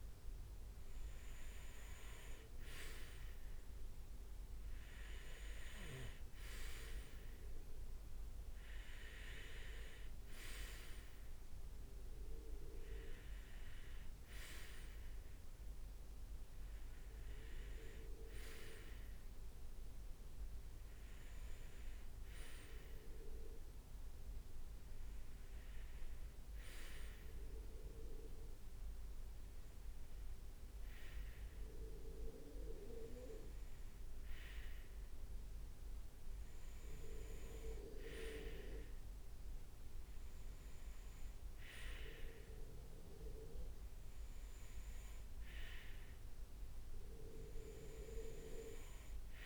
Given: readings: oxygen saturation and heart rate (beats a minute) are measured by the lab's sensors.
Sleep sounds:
breathing in sleep by a room microphone; none
none scored
From the record:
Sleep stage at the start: REM sleep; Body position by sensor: on the right side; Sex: male

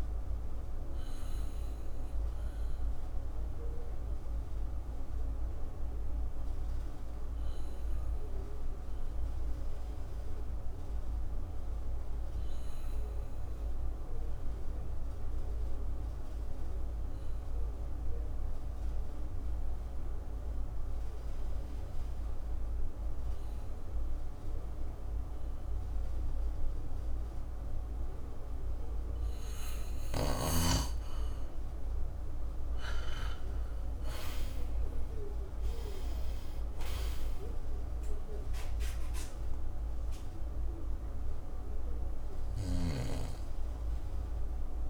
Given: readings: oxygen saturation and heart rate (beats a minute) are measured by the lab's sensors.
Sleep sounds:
breathing in sleep by a room microphone; 1
1.00-30.00 s: obstructive apnea (oxygen 97% before, 87% lowest, heart rate 59 before, 56 extreme, up 7 after)
32.00-35.50 s: arousal
34.00-44.90 s: oxygen desaturation (device-marked, oxygen 98% before, 87% lowest, heart rate 56 before, 52 extreme)
From the record:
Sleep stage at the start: N2 (light sleep); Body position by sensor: on the back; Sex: male

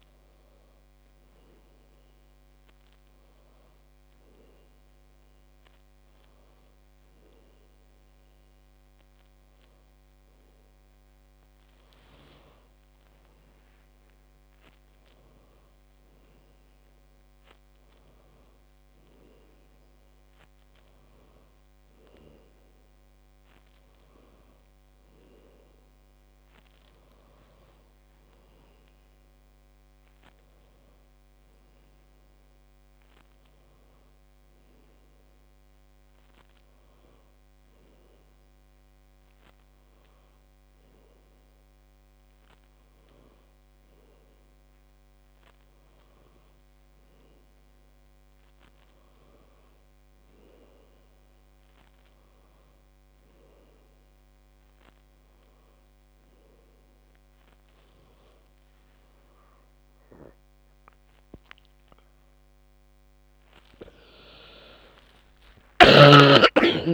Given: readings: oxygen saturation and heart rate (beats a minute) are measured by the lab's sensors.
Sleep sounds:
breathing in sleep by a microphone on the trachea; none
12.50-16.50 s: arousal
61.50-66.94 s: new sleep stage, awake
From the record:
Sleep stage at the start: N1 (lightest sleep); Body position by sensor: on the back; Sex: female

